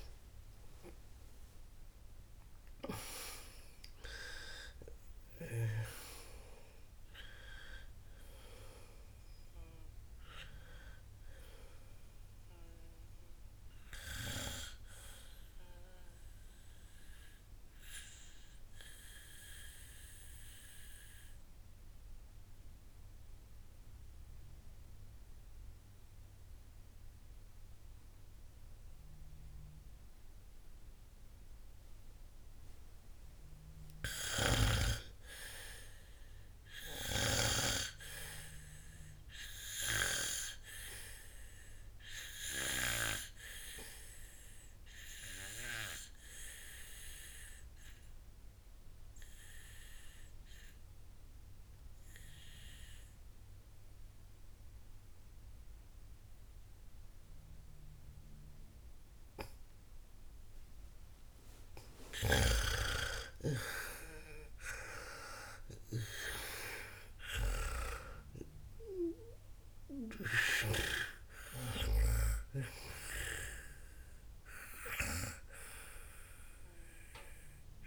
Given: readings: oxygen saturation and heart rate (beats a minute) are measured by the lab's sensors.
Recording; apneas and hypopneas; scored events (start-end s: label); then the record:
breathing in sleep by a room microphone; 2
0.00-2.00 s: arousal
0.00-24.00 s: oxygen desaturation (device-marked, oxygen 89% lowest, heart rate 56 extreme)
17.50-34.00 s: obstructive apnea (oxygen 97% before, 91% lowest, heart rate 88 before, 56 extreme, up 11 after)
34.50-41.00 s: snoring (device-marked)
36.00-40.50 s: arousal
39.00-56.00 s: oxygen desaturation (device-marked, oxygen 99% before, 95% lowest, heart rate 59 before, 56 extreme)
47.50-62.00 s: obstructive apnea (oxygen 99% before, 91% lowest, heart rate 63 before, 55 extreme, up 22 after)
62.50-68.50 s: snoring (device-marked)
63.50-68.00 s: arousal
67.00-77.87 s: oxygen desaturation (device-marked, oxygen 97% before, 91% lowest, heart rate 62 before, 55 extreme)
From the record:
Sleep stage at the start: N2 (light sleep); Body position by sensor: on the back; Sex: female